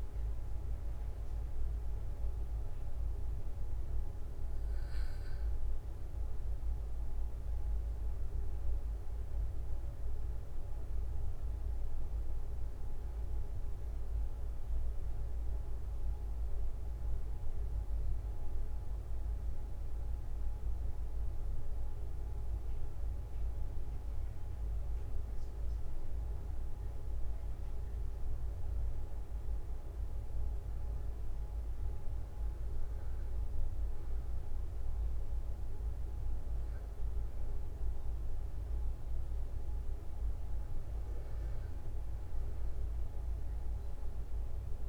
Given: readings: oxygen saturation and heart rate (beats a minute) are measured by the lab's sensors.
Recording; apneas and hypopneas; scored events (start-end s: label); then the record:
breathing in sleep, hard to hear, by a room microphone; none
none scored
From the record:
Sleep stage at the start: N1 (lightest sleep); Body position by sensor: on the back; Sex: male